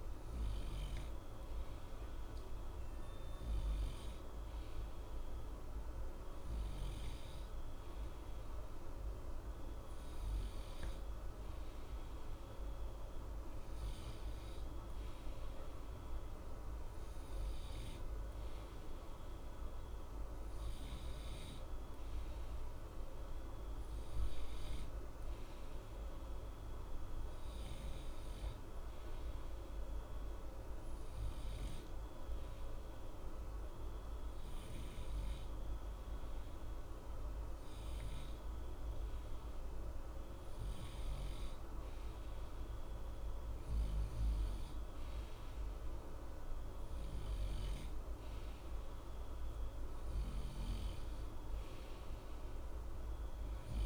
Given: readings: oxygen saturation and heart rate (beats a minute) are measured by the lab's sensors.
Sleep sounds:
breathing in sleep, hard to hear, by a room microphone; 1
25.00-40.50 s: hypopnea (oxygen 94% before, 92% lowest, heart rate 60 before, 60 extreme, up 0 after)
43.00-46.50 s: arousal
From the record:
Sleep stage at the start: N2 (light sleep); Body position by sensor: on the right side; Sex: male

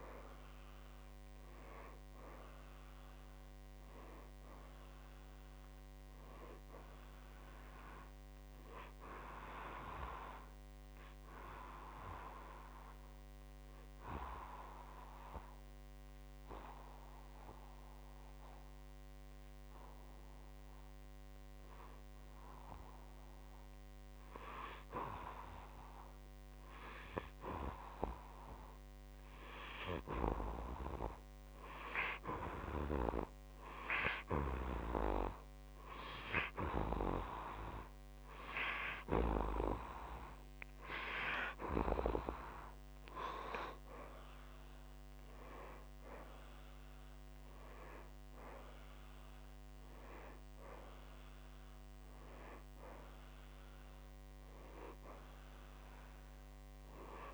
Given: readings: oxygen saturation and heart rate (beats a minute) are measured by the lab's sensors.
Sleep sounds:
breathing in sleep by a microphone on the trachea; 1
0.00-25.50 s: oxygen desaturation (device-marked, oxygen 90% lowest, heart rate 55 extreme)
10.00-23.50 s: obstructive apnea (oxygen 97% before, 90% lowest, heart rate 62 before, 55 extreme, up 3 after)
29.00-32.50 s: arousal
43.50-57.34 s: oxygen desaturation (device-marked, oxygen 96% before, 90% lowest, heart rate 59 before, 55 extreme)
From the record:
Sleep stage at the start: N2 (light sleep); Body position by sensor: on the back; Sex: male

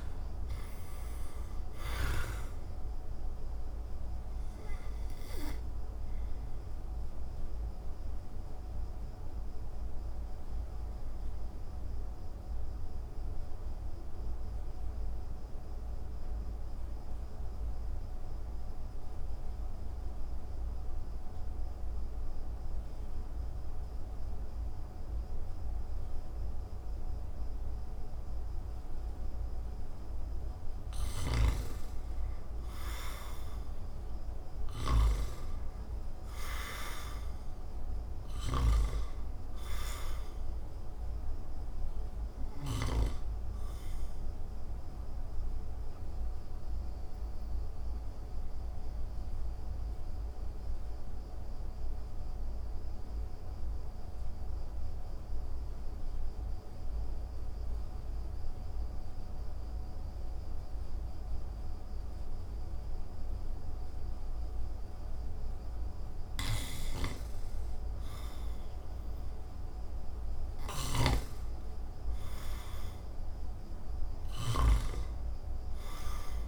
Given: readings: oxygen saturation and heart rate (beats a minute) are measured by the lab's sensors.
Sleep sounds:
breathing in sleep by a room microphone; 2
0.00-27.00 s: oxygen desaturation (device-marked, oxygen 82% lowest)
5.00-31.00 s: obstructive apnea (oxygen 98% before, 82% lowest)
30.50-38.50 s: snoring (device-marked)
32.00-60.00 s: oxygen desaturation (device-marked, oxygen 98% before, 86% lowest)
33.50-37.50 s: arousal
46.50-66.50 s: mixed apnea (oxygen 98% before, 85% lowest)
67.50-70.50 s: arousal
70.00-76.48 s: oxygen desaturation (device-marked, oxygen 98% before, 85% lowest)
70.00-76.48 s: snoring (device-marked)
From the record:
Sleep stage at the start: N2 (light sleep); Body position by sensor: on the back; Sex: male

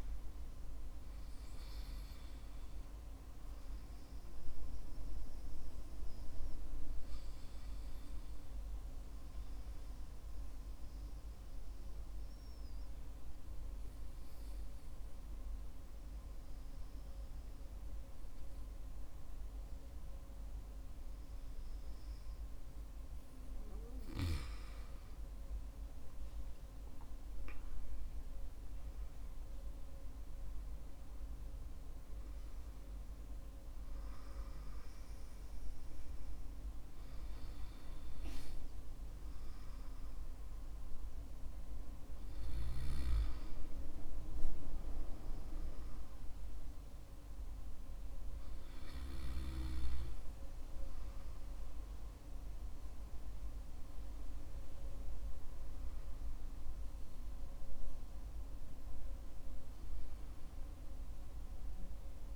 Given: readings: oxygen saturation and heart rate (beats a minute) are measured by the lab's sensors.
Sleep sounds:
breathing in sleep, hard to hear, by a room microphone; 1
1.50-23.50 s: hypopnea (oxygen 96% before, 93% lowest, heart rate 59 before, 50 extreme, up 17 after)
26.50-29.50 s: arousal
From the record:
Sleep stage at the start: N2 (light sleep); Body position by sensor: on the back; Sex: male

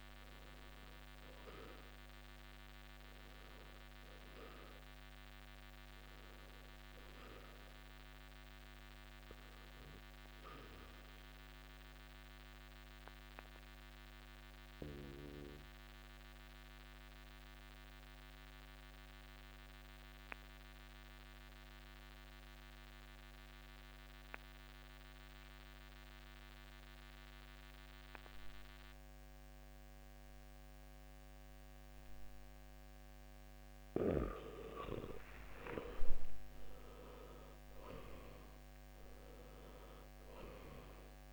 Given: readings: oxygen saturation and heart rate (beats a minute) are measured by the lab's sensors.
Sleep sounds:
breathing in sleep by a microphone on the trachea; 1
0.00-19.00 s: oxygen desaturation (device-marked, oxygen 79% lowest, heart rate 56 extreme)
1.50-35.00 s: obstructive apnea (oxygen 96% before, 79% lowest, heart rate 69 before, 53 extreme, up 10 after)
35.50-39.50 s: arousal
From the record:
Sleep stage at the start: N2 (light sleep); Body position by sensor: on the back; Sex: male

